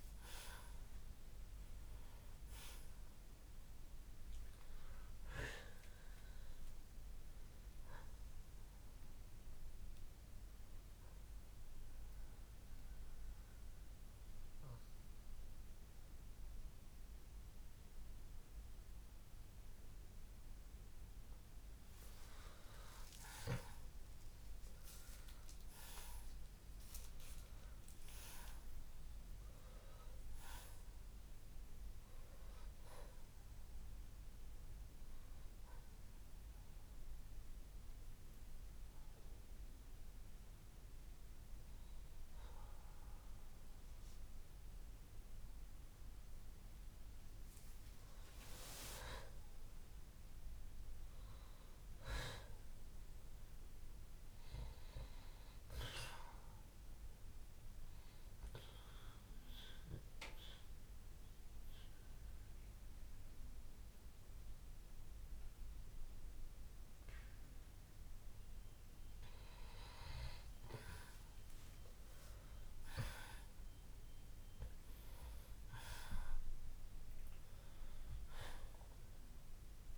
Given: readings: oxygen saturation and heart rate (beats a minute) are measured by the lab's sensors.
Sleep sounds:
breathing in sleep by a room microphone; 3
0.00-2.50 s: arousal
4.00-27.00 s: oxygen desaturation (device-marked, oxygen 93% before, 82% lowest, heart rate 59 before, 47 extreme)
11.00-21.00 s: mixed apnea (oxygen 93% before, 82% lowest, heart rate 61 before, 47 extreme, up 8 after)
23.50-29.00 s: arousal
35.00-46.00 s: hypopnea (oxygen 94% before, 84% lowest, heart rate 57 before, 47 extreme, up 13 after)
44.00-56.00 s: oxygen desaturation (device-marked, oxygen 94% before, 86% lowest, heart rate 60 before, 53 extreme)
48.50-52.50 s: arousal
58.00-68.50 s: obstructive apnea (oxygen 95% before, 84% lowest, heart rate 56 before, 53 extreme, up 8 after)
63.00-76.00 s: oxygen desaturation (device-marked, oxygen 95% before, 88% lowest, heart rate 57 before, 53 extreme)
70.00-74.00 s: arousal
From the record:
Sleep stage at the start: N2 (light sleep); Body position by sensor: on the left side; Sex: male

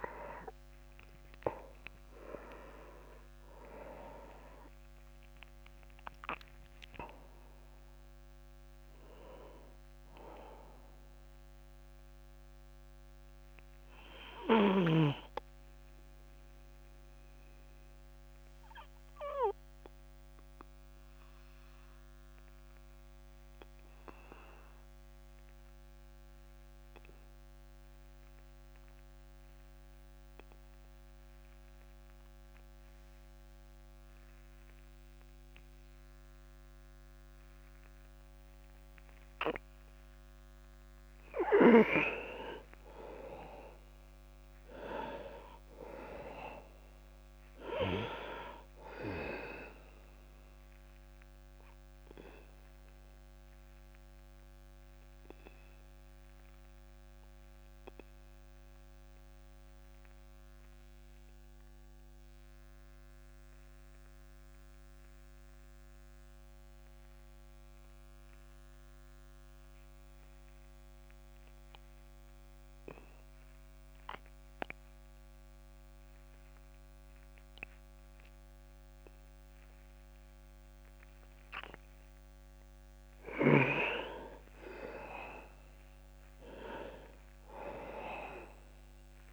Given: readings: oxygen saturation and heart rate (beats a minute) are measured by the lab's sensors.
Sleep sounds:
breathing in sleep by a microphone on the trachea; 2
0.00-1.00 s: arousal
0.00-27.00 s: oxygen desaturation (device-marked, oxygen 80% lowest)
16.50-40.00 s: obstructive apnea (oxygen 95% before, 80% lowest)
43.50-47.50 s: arousal
47.00-74.00 s: oxygen desaturation (device-marked, oxygen 99% before, 87% lowest)
51.00-82.50 s: obstructive apnea (oxygen 99% before, 87% lowest)
83.00-89.33 s: oxygen desaturation (device-marked, oxygen 99% before, 89% lowest)
83.00-89.33 s: snoring (device-marked)
85.50-89.00 s: arousal
From the record:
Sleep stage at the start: N2 (light sleep); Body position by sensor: on the back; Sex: male

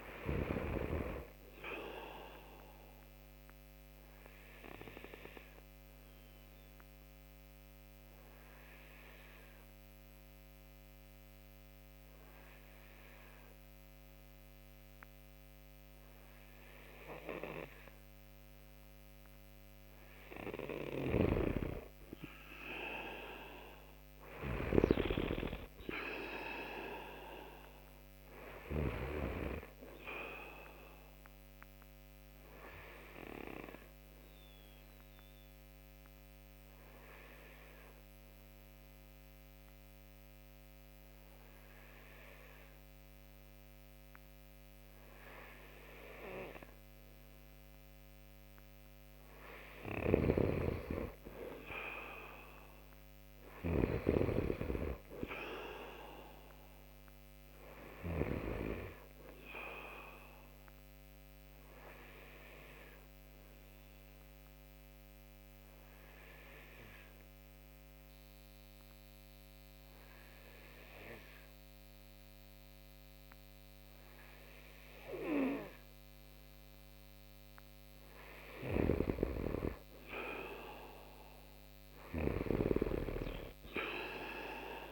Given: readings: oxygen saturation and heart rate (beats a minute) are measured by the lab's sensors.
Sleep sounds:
breathing in sleep by a microphone on the trachea; 3
0.00-16.00 s: oxygen desaturation (device-marked, oxygen 96% before, 90% lowest)
2.00-18.50 s: obstructive apnea (oxygen 96% before, 90% lowest)
20.50-28.50 s: snoring (device-marked)
21.50-24.50 s: arousal
27.00-47.00 s: oxygen desaturation (device-marked, oxygen 95% before, 90% lowest)
30.00-46.00 s: obstructive apnea (oxygen 95% before, 90% lowest)
49.00-53.50 s: snoring (device-marked)
51.50-55.00 s: arousal
59.00-73.00 s: oxygen desaturation (device-marked, oxygen 95% before, 91% lowest)
59.50-77.00 s: obstructive apnea (oxygen 96% before, 90% lowest)
78.00-82.00 s: snoring (device-marked)
79.00-81.50 s: arousal
From the record:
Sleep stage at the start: N2 (light sleep); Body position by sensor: on the right side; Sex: male

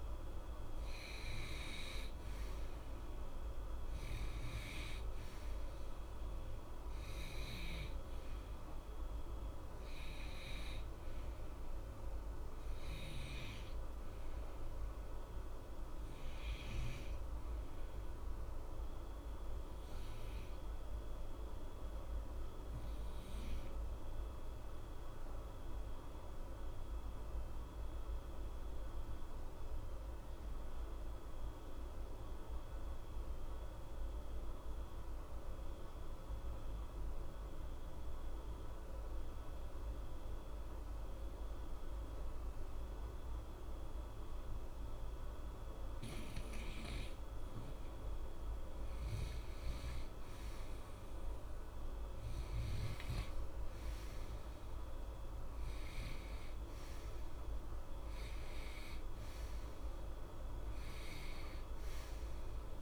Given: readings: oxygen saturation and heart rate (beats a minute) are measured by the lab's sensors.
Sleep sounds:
breathing in sleep, hard to hear, by a room microphone; 1
12.50-36.50 s: oxygen desaturation (device-marked, oxygen 92% before, 87% lowest, heart rate 61 before, 60 extreme)
17.50-46.50 s: obstructive apnea (oxygen 93% before, 87% lowest, heart rate 60 before, 60 extreme, up 2 after)
47.50-53.00 s: arousal
From the record:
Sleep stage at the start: N2 (light sleep); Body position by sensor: on the right side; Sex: male

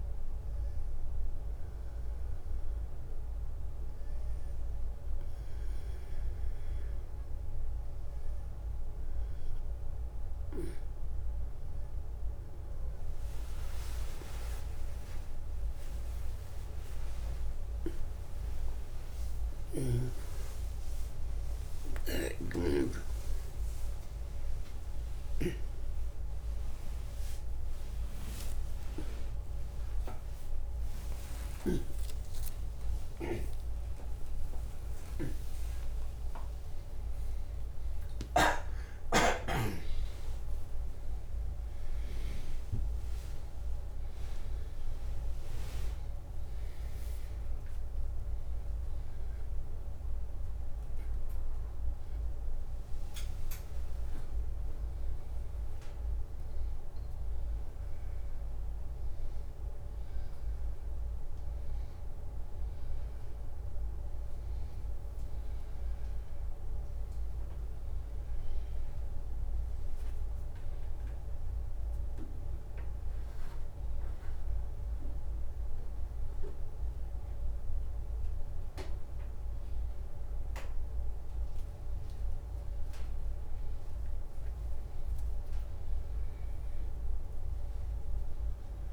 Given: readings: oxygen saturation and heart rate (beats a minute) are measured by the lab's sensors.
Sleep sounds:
a person awake in a sleep study, by a room microphone; none
21.50-88.93 s: new sleep stage, awake
From the record:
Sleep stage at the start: N1 (lightest sleep); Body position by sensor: upright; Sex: male

